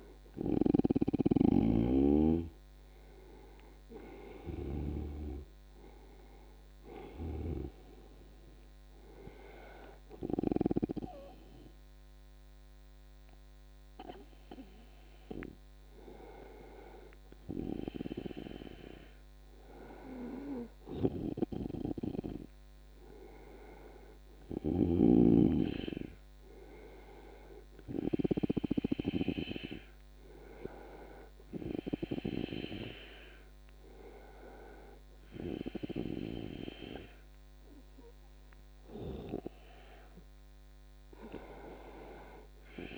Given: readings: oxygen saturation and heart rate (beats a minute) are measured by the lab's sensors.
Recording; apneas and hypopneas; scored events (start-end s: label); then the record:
breathing in sleep by a microphone on the trachea; none
0.00-2.00 s: snoring (device-marked)
From the record:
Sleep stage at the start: N2 (light sleep); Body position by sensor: on the back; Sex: male